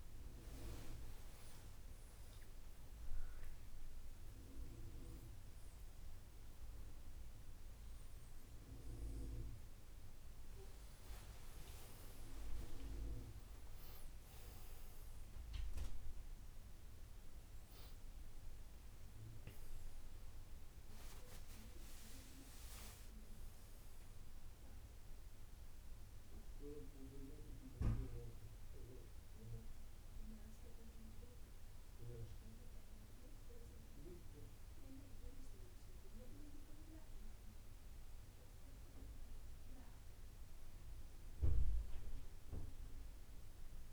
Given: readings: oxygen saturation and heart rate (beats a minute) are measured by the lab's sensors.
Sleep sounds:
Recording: breathing in sleep by a room microphone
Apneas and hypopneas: 1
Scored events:
1.50-7.00 s: arousal
25.50-39.00 s: hypopnea (oxygen 95% before, 94% lowest, heart rate 87 before, 67 extreme, up 8 after)
27.00-43.93 s: new sleep stage, N1 (lightest sleep)
From the record:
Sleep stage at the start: N2 (light sleep)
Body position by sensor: on the left side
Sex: male

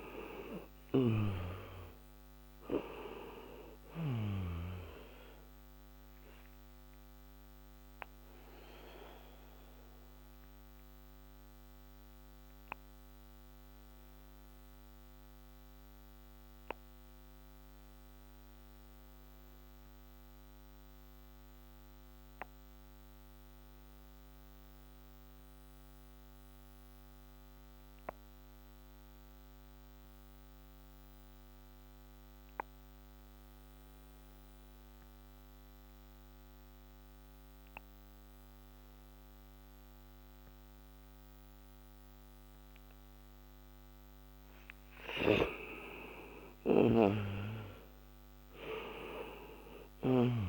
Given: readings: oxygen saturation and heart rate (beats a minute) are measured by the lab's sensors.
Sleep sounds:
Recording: breathing in sleep by a microphone on the trachea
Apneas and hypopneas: 1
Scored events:
0.00-3.00 s: arousal
5.50-43.50 s: obstructive apnea (oxygen 98% before, 86% lowest, heart rate 65 before, 55 extreme, up 35 after)
12.50-30.50 s: oxygen desaturation (device-marked, oxygen 95% before, 87% lowest, heart rate 67 before, 55 extreme)
38.50-50.49 s: oxygen desaturation (device-marked, oxygen 98% before, 94% lowest, heart rate 60 before, 54 extreme)
45.50-49.50 s: arousal
From the record:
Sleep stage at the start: N2 (light sleep)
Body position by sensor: on the back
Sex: male

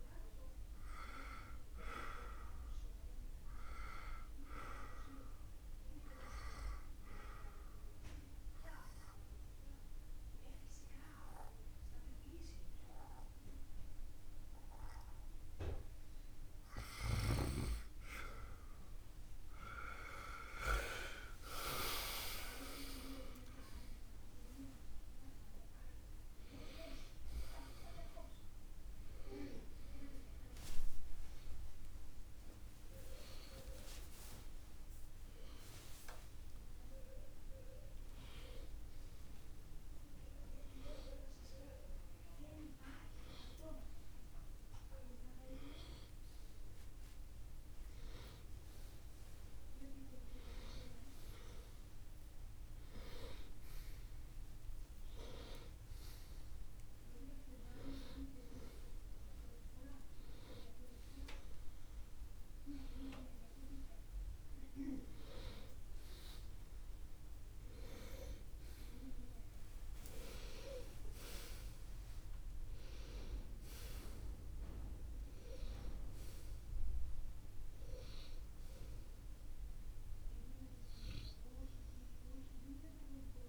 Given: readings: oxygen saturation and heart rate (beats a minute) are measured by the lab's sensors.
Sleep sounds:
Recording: a person awake in a sleep study, by a room microphone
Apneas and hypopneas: 1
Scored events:
0.00-10.00 s: oxygen desaturation (device-marked, oxygen 91% lowest, heart rate 68 extreme)
7.00-17.50 s: obstructive apnea (oxygen 97% before, 91% lowest, heart rate 69 before, 68 extreme)
20.50-24.00 s: arousal
25.00-83.49 s: new sleep stage, awake
30.50-32.50 s: long interval between heartbeats (device-marked, heart rate 71 before, 81 extreme)
40.00-46.00 s: oxygen desaturation (device-marked, oxygen 95% before, 91% lowest, heart rate 74 before, 69 extreme)
From the record:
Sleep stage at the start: N1 (lightest sleep)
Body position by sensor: on the right side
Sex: male

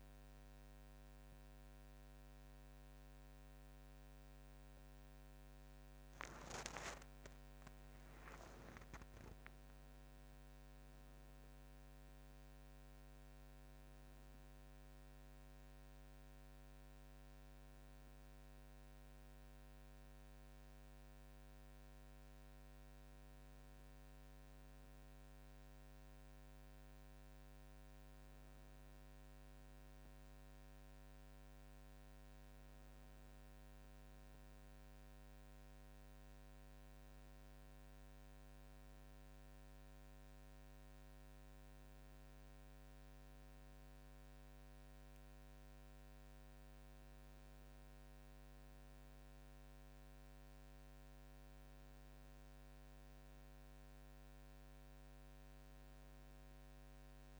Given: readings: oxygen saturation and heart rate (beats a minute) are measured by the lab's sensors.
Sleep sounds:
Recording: a person awake in a sleep study, hard to hear, by a microphone on the trachea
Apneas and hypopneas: none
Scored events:
40.00-57.40 s: new sleep stage, N1 (lightest sleep)
From the record:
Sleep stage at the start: awake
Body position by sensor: on the back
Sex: female

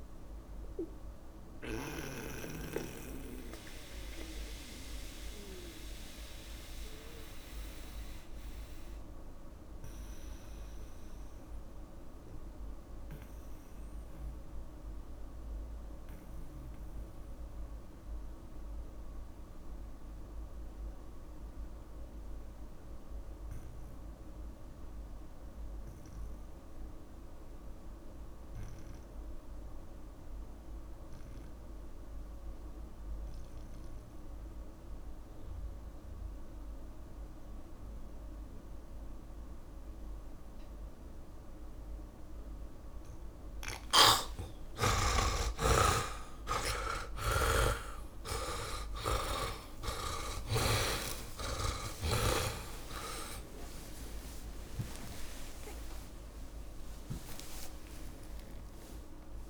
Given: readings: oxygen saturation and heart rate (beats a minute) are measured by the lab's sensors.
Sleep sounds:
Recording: breathing in sleep by a room microphone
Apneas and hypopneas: 1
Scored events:
0.00-2.00 s: oxygen desaturation (device-marked, oxygen 78% lowest)
2.00-43.50 s: mixed apnea (oxygen 95% before, 70% lowest)
4.00-18.00 s: oxygen desaturation (device-marked, oxygen 81% before, 72% lowest)
30.00-59.50 s: oxygen desaturation (device-marked, oxygen 100% before, 70% lowest)
46.50-53.00 s: arousal
From the record:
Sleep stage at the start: N2 (light sleep)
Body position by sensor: on the back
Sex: male

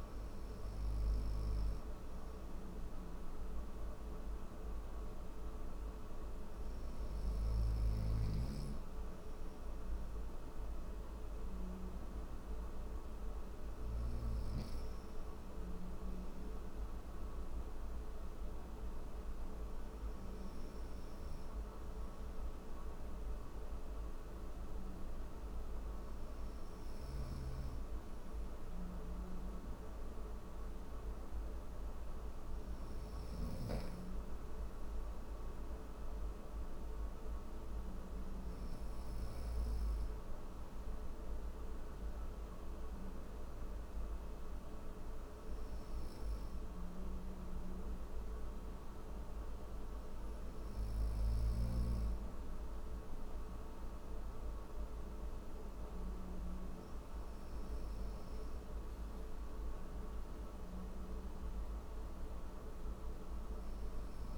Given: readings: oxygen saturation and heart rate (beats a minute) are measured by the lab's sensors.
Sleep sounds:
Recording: breathing in sleep, hard to hear, by a room microphone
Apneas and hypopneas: none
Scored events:
9.50-64.38 s: new sleep stage, N3 (deep sleep)
26.00-32.50 s: snoring (device-marked)
From the record:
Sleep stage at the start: N1 (lightest sleep)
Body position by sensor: on the right side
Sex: male

